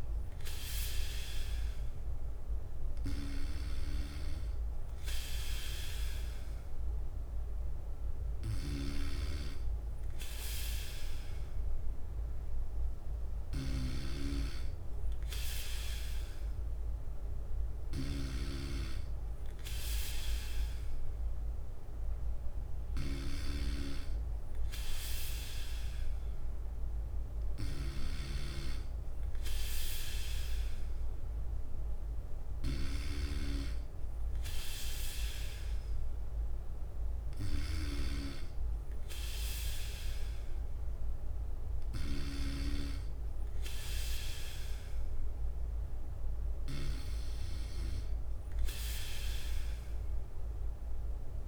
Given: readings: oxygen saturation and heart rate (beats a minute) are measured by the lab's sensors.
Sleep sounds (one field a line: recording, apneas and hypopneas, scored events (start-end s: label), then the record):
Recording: breathing in sleep by a room microphone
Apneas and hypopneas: none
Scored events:
17.50-23.50 s: bradycardia (device-marked, heart rate 59 before, 59 extreme)
46.50-48.50 s: bradycardia (device-marked, heart rate 60 before, 60 extreme)
From the record:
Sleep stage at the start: N3 (deep sleep)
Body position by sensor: on the back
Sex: male